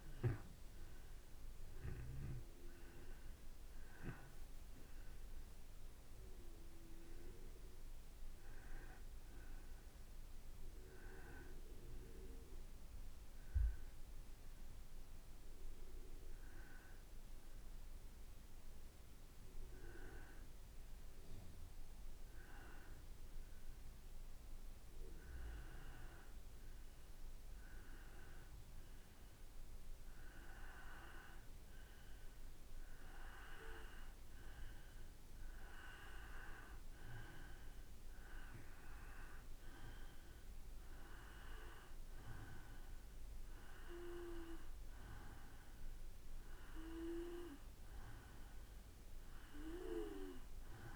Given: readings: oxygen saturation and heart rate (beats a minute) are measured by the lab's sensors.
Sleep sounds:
breathing in sleep by a room microphone; 1
0.00-6.50 s: drop in pulse transit time (device-marked, heart rate 57 extreme)
0.00-16.50 s: oxygen desaturation (device-marked, oxygen 86% lowest, heart rate 54 extreme)
17.50-33.50 s: hypopnea (oxygen 96% before, 92% lowest, heart rate 57 before, 55 extreme, up 2 after)
35.50-40.00 s: arousal
35.50-50.96 s: oxygen desaturation (device-marked, oxygen 97% before, 92% lowest, heart rate 56 before, 55 extreme)
From the record:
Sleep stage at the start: N2 (light sleep); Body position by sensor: on the back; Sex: male

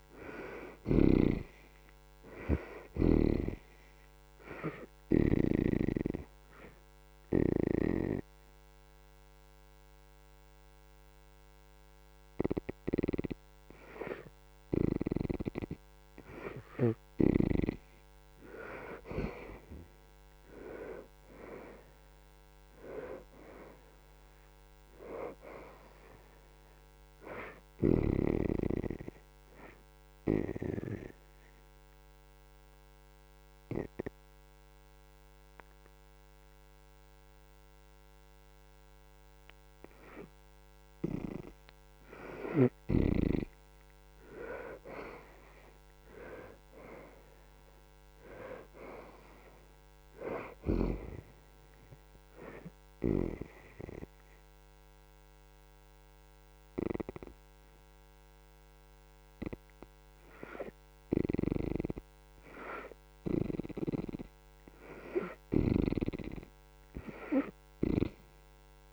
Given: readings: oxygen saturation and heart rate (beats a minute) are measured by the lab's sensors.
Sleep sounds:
breathing in sleep by a microphone on the trachea; 3
0.00-6.00 s: oxygen desaturation (device-marked, oxygen 69% lowest, heart rate 76 extreme)
4.00-16.50 s: obstructive apnea (oxygen 81% before, 61% lowest, heart rate 79 before, 74 extreme, up 4 after)
8.00-26.00 s: oxygen desaturation (device-marked, oxygen 80% before, 64% lowest, heart rate 79 before, 74 extreme)
21.50-25.00 s: arousal
28.00-40.50 s: obstructive apnea (oxygen 80% before, 61% lowest, heart rate 81 before, 73 extreme, up 6 after)
28.00-48.00 s: oxygen desaturation (device-marked, oxygen 77% before, 63% lowest, heart rate 81 before, 73 extreme)
44.50-47.50 s: arousal
52.00-62.50 s: obstructive apnea (oxygen 82% before, 61% lowest, heart rate 78 before, 73 extreme, up 4 after)
55.00-68.93 s: oxygen desaturation (device-marked, oxygen 82% before, 61% lowest, heart rate 78 before, 73 extreme)
64.00-67.00 s: arousal
From the record:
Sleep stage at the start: N2 (light sleep); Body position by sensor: on the back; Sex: female

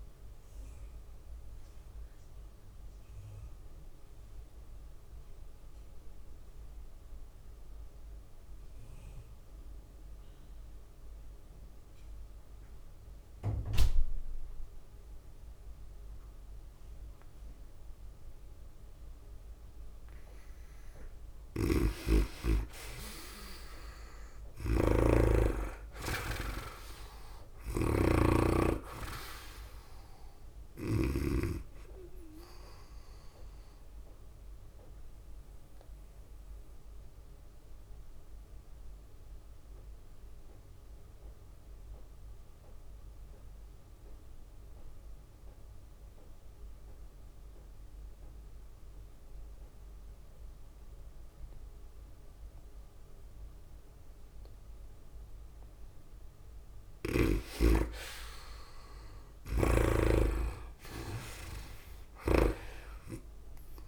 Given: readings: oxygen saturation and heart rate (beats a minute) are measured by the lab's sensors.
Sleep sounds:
breathing in sleep by a room microphone; 2
0.00-4.00 s: tachycardia (device-marked, heart rate 106 extreme)
0.00-8.00 s: drop in pulse transit time (device-marked, heart rate 100 extreme)
0.00-8.00 s: oxygen desaturation (device-marked, oxygen 79% lowest, heart rate 95 extreme)
0.50-20.00 s: obstructive apnea (oxygen 99% before, 79% lowest, heart rate 100 before, 96 extreme, up 5 after)
21.00-42.00 s: oxygen desaturation (device-marked, oxygen 99% before, 85% lowest, heart rate 99 before, 96 extreme)
21.50-25.50 s: arousal
22.00-31.50 s: snoring (device-marked)
24.00-38.00 s: tachycardia (device-marked, heart rate 99 before, 105 extreme)
32.50-56.00 s: obstructive apnea (oxygen 99% before, 83% lowest, heart rate 99 before, 96 extreme, up 4 after)
55.00-63.88 s: oxygen desaturation (device-marked, oxygen 98% before, 83% lowest, heart rate 99 before, 94 extreme)
59.00-62.50 s: arousal
61.00-63.88 s: tachycardia (device-marked, heart rate 99 before, 105 extreme)
From the record:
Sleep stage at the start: N2 (light sleep); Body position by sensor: on the right side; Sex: female

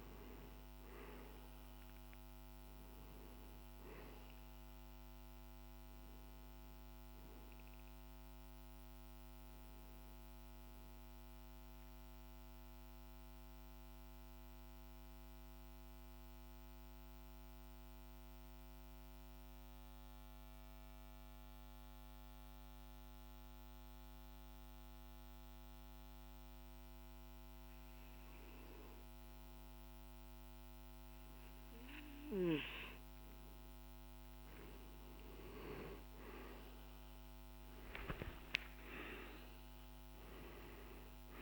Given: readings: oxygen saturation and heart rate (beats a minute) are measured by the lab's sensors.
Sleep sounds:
breathing in sleep by a microphone on the trachea; 1
0.00-11.50 s: oxygen desaturation (device-marked, oxygen 92% lowest, heart rate 51 extreme)
11.00-32.50 s: mixed apnea (oxygen 96% before, 90% lowest, heart rate 53 before, 52 extreme, up 15 after)
31.50-41.42 s: oxygen desaturation (device-marked, oxygen 97% before, 90% lowest, heart rate 52 before, 55 extreme)
35.50-39.50 s: arousal
From the record:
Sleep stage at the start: N2 (light sleep); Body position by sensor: on the back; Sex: male

